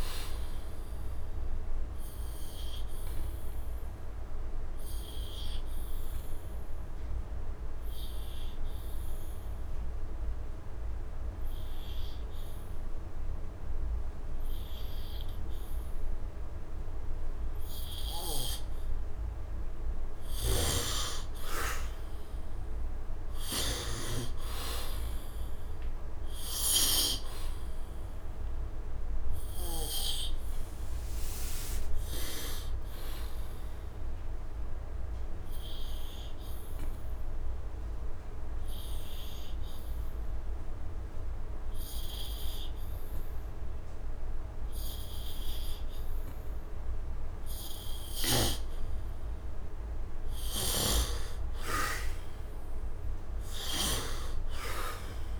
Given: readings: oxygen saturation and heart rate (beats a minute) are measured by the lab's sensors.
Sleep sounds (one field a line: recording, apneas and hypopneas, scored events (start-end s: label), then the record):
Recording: breathing in sleep by a room microphone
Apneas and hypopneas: 2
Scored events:
0.00-14.50 s: oxygen desaturation (device-marked, oxygen 72% lowest, heart rate 73 extreme)
0.50-18.00 s: obstructive apnea (oxygen 99% before, 72% lowest, heart rate 79 before, 73 extreme, up 8 after)
20.50-24.00 s: arousal
26.50-40.50 s: oxygen desaturation (device-marked, oxygen 99% before, 86% lowest, heart rate 77 before, 75 extreme)
33.00-48.50 s: obstructive apnea (oxygen 99% before, 86% lowest, heart rate 79 before, 75 extreme, up 7 after)
50.00-53.50 s: snoring (device-marked)
53.50-55.40 s: oxygen desaturation (device-marked, oxygen 98% before, 87% lowest)
From the record:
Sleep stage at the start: N2 (light sleep)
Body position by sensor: on the back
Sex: male